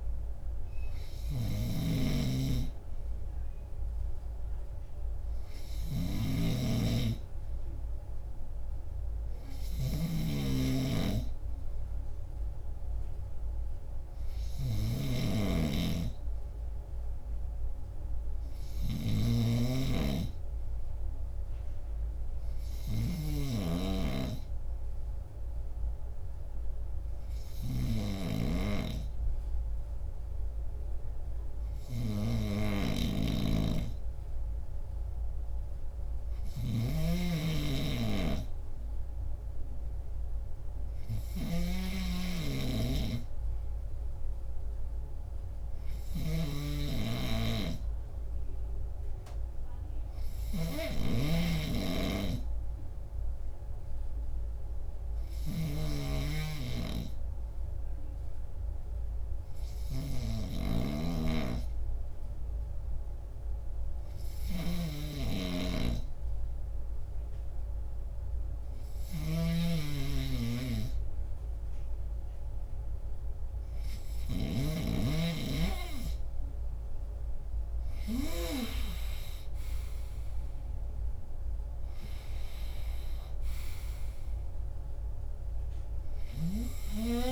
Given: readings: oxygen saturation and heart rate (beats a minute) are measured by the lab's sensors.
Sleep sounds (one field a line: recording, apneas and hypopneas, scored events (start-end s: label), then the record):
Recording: breathing in sleep by a room microphone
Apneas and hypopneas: 1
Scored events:
0.00-23.50 s: snoring (device-marked)
32.50-74.50 s: snoring (device-marked)
54.50-75.00 s: hypopnea (oxygen 97% before, 94% lowest)
77.50-81.50 s: arousal
From the record:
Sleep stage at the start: N2 (light sleep)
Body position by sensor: on the left side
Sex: male